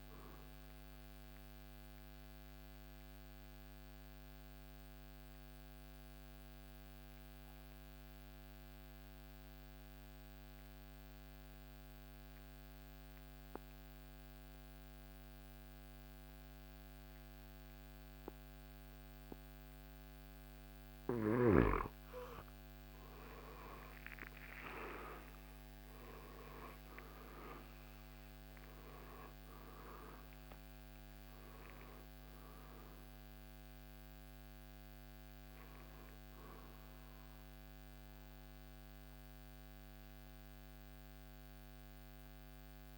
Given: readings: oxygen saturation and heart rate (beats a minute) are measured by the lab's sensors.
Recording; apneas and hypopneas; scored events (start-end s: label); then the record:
breathing in sleep by a microphone on the trachea; 1
0.00-12.00 s: drop in pulse transit time (device-marked, heart rate 65 extreme)
0.00-21.00 s: oxygen desaturation (device-marked, oxygen 88% lowest, heart rate 61 extreme)
1.50-20.50 s: central apnea (oxygen 97% before, 87% lowest, heart rate 66 before, 61 extreme, up 13 after)
22.50-26.50 s: arousal
29.00-40.00 s: drop in pulse transit time (device-marked, heart rate 66 before, 69 extreme)
33.00-42.98 s: oxygen desaturation (device-marked, oxygen 98% before, 87% lowest, heart rate 68 before, 61 extreme)
From the record:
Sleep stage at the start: N2 (light sleep); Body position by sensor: on the back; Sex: male